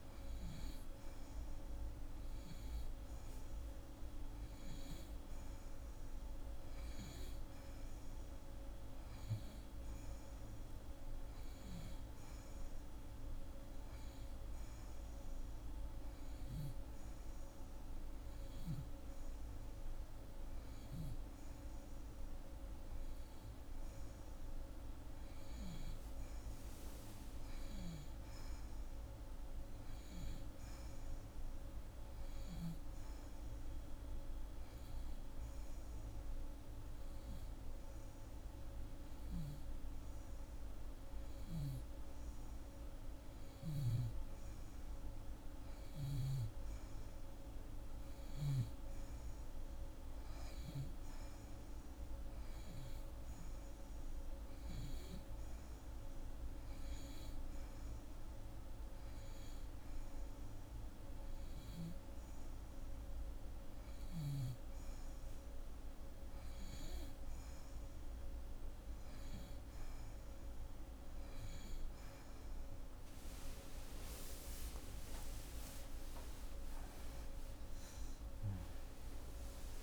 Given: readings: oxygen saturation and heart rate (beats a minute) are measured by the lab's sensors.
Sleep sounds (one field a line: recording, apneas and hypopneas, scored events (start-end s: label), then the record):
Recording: breathing in sleep, hard to hear, by a room microphone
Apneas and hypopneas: none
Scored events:
43.00-48.00 s: snoring (device-marked)
75.50-79.83 s: arousal
From the record:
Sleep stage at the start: N2 (light sleep)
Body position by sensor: on the back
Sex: female